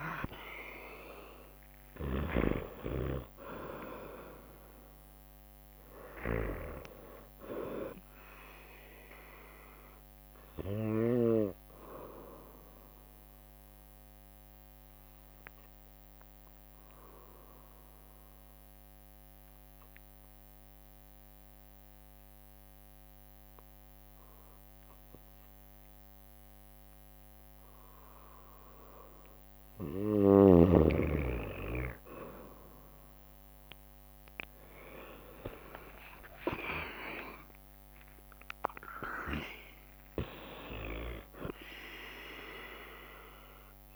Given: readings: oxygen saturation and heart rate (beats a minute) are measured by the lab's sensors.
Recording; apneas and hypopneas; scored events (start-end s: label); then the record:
breathing in sleep by a microphone on the trachea; 1
0.00-9.00 s: drop in pulse transit time (device-marked, heart rate 62 extreme)
2.00-23.00 s: oxygen desaturation (device-marked, oxygen 99% before, 93% lowest, heart rate 61 before, 58 extreme)
9.50-28.50 s: obstructive apnea (oxygen 99% before, 92% lowest, heart rate 62 before, 58 extreme, up 5 after)
10.00-16.00 s: bradycardia (device-marked, heart rate 62 before, 58 extreme)
20.00-22.00 s: long interval between heartbeats (device-marked, heart rate 61 before, 70 extreme)
22.00-24.00 s: long interval between heartbeats (device-marked, heart rate 63 before, 89 extreme)
33.00-43.96 s: drop in pulse transit time (device-marked, heart rate 70 before, 61 extreme)
35.00-37.00 s: long interval between heartbeats (device-marked, heart rate 70 before, 71 extreme)
35.00-38.50 s: arousal
35.00-43.96 s: oxygen desaturation (device-marked, oxygen 97% before, 93% lowest, heart rate 70 before, 56 extreme)
From the record:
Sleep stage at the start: N2 (light sleep); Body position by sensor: on the right side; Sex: female